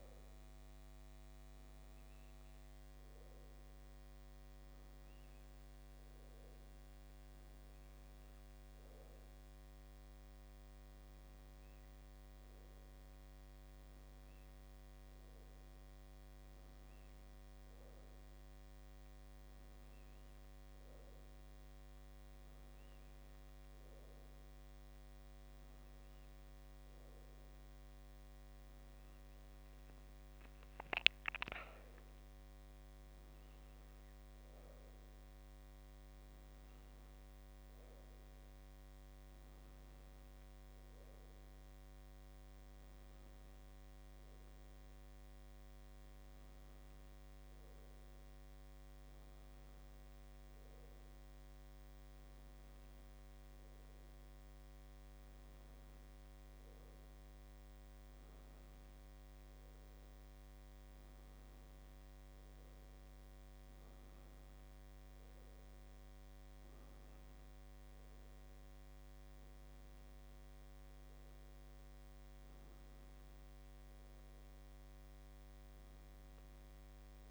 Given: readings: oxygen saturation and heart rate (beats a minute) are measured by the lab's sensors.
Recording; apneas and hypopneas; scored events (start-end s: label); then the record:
breathing in sleep, hard to hear, by a microphone on the trachea; none
none scored
From the record:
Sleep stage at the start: N2 (light sleep); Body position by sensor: on the back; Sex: female